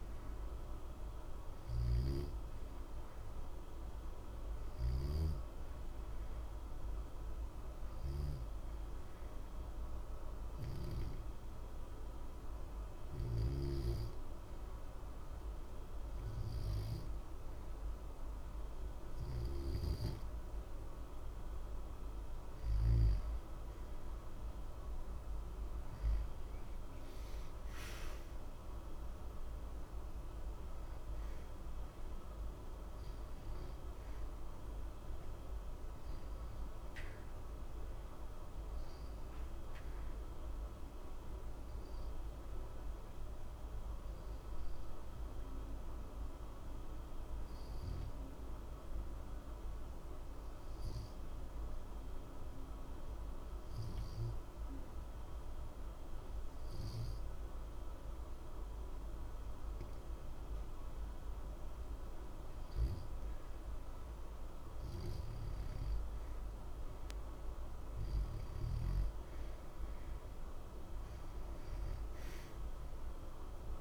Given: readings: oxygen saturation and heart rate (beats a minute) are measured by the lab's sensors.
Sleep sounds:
breathing in sleep, hard to hear, by a room microphone; 2
7.50-20.00 s: obstructive apnea (oxygen 90% before, 88% lowest, heart rate 60 before, 60 extreme, up 2 after)
21.50-25.00 s: arousal
40.50-60.50 s: obstructive apnea (oxygen 91% before, 87% lowest, heart rate 61 before, 60 extreme, up 0 after)
48.00-60.00 s: oxygen desaturation (device-marked, oxygen 91% before, 88% lowest, heart rate 60 before, 60 extreme)
63.00-66.00 s: arousal
From the record:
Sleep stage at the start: N2 (light sleep); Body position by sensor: on the back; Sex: male

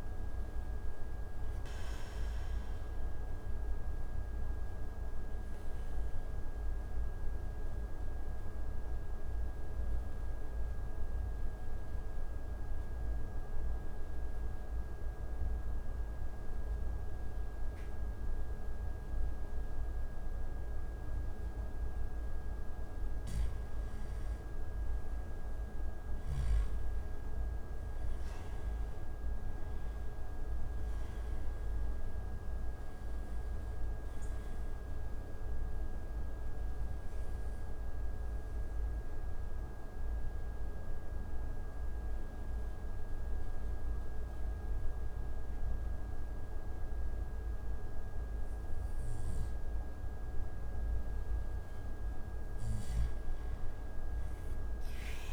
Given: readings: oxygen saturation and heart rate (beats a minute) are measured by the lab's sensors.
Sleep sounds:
breathing in sleep, hard to hear, by a room microphone; 2
0.00-20.00 s: oxygen desaturation (device-marked, oxygen 88% lowest)
6.50-21.50 s: obstructive apnea (oxygen 96% before, 88% lowest)
25.00-28.50 s: arousal
33.00-53.00 s: oxygen desaturation (device-marked, oxygen 97% before, 90% lowest)
35.50-50.50 s: obstructive apnea (oxygen 97% before, 89% lowest)
53.50-55.33 s: arousal
From the record:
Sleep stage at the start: N2 (light sleep); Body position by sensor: on the back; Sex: male

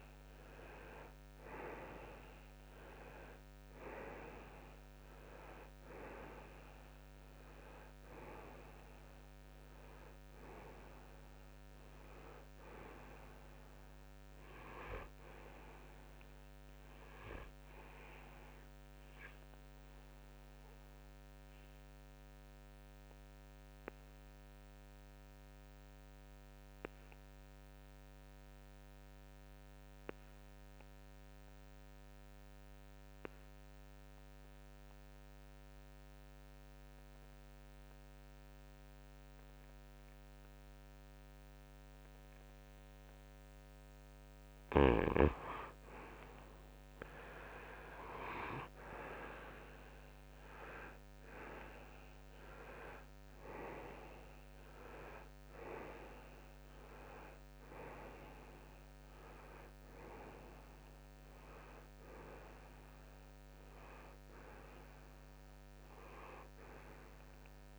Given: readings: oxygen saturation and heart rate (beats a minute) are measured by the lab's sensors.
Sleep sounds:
breathing in sleep by a microphone on the trachea; 1
1.50-11.50 s: oxygen desaturation (device-marked, oxygen 97% before, 93% lowest, heart rate 62 before, 55 extreme)
19.50-32.50 s: oxygen desaturation (device-marked, oxygen 95% before, 91% lowest, heart rate 66 before, 56 extreme)
19.50-44.50 s: obstructive apnea (oxygen 97% before, 91% lowest, heart rate 66 before, 56 extreme, up 10 after)
46.50-50.50 s: arousal
52.50-64.50 s: oxygen desaturation (device-marked, oxygen 97% before, 92% lowest, heart rate 62 before, 56 extreme)
From the record:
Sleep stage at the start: N2 (light sleep); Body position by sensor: on the right side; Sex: male

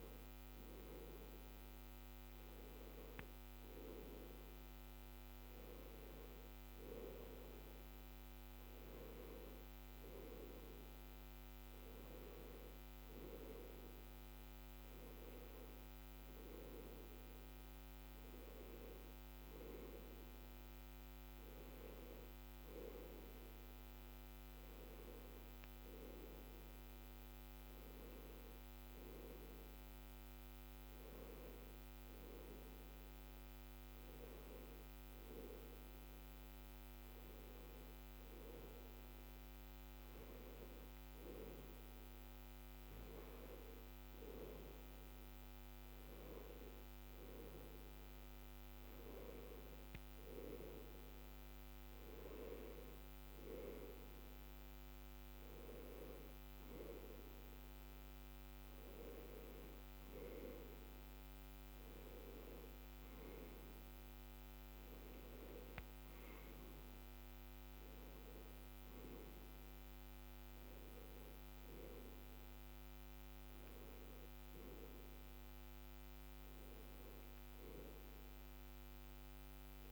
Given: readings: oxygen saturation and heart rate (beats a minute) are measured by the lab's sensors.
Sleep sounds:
breathing in sleep by a microphone on the trachea; none
none scored
From the record:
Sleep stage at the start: N2 (light sleep); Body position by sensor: on the left side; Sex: male

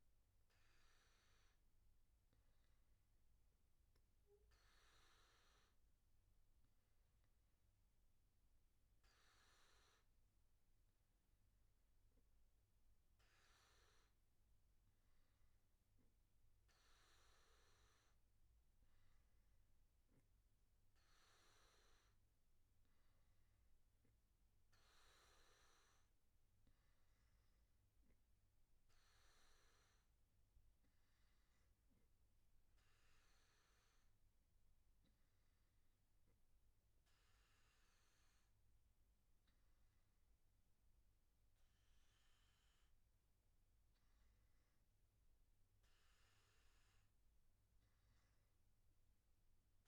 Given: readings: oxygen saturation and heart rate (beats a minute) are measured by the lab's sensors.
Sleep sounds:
breathing in sleep, hard to hear, by a room microphone; none
none scored
From the record:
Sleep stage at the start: N1 (lightest sleep); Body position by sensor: on the back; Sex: male

